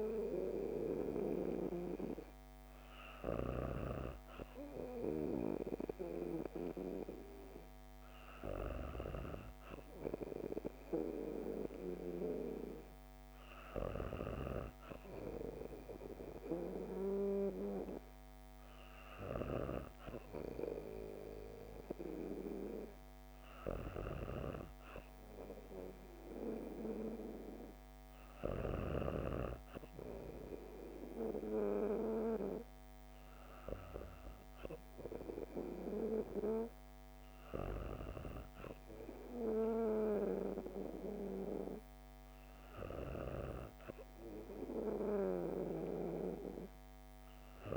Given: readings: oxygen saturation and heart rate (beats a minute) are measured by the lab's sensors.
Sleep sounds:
breathing in sleep by a microphone on the trachea; none
3.00-9.00 s: snoring (device-marked)
From the record:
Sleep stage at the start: N2 (light sleep); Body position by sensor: on the back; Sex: female

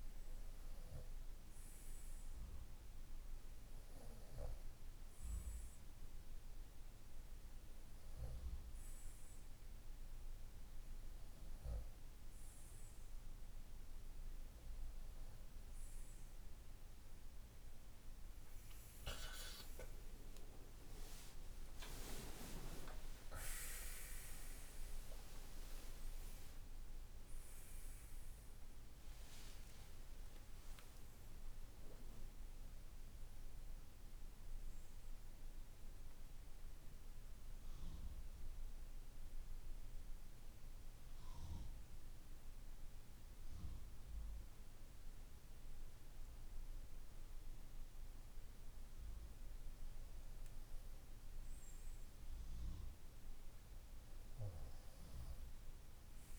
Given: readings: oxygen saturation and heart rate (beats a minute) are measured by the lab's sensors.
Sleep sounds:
breathing in sleep by a room microphone; none
18.50-20.50 s: long interval between heartbeats (device-marked, heart rate 57 before, 68 extreme)
22.50-24.50 s: long interval between heartbeats (device-marked, heart rate 60 before, 91 extreme)
25.00-30.00 s: arousal
29.00-31.00 s: long interval between heartbeats (device-marked, heart rate 71 before, 80 extreme)
From the record:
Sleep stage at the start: N2 (light sleep); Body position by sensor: on the right side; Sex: male

